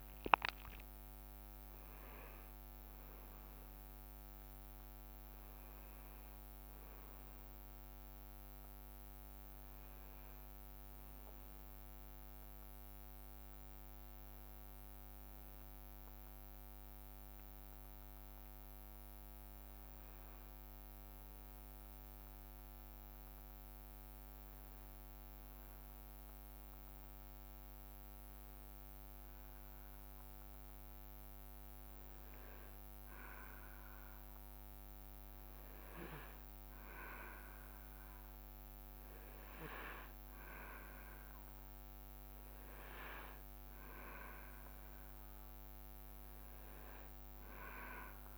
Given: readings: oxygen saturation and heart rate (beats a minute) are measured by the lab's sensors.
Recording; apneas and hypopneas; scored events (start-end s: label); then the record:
breathing in sleep by a microphone on the trachea; 1
22.00-35.00 s: hypopnea (oxygen 98% before, 94% lowest, heart rate 63 before, 58 extreme, up 2 after)
39.00-44.00 s: arousal
From the record:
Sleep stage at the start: N2 (light sleep); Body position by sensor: on the back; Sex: male